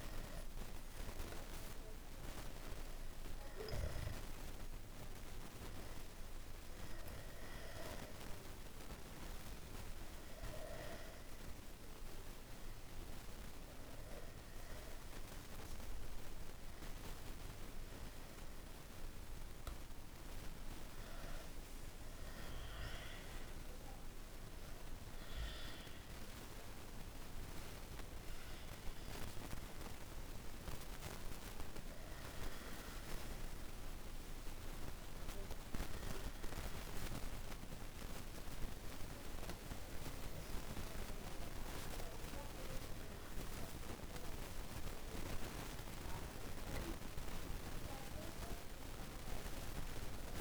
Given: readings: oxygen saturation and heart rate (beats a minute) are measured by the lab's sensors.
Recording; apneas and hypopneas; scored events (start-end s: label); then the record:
breathing in sleep by a room microphone; none
38.00-50.41 s: new sleep stage, N2 (light sleep)
From the record:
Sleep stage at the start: N1 (lightest sleep); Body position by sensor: on the back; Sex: male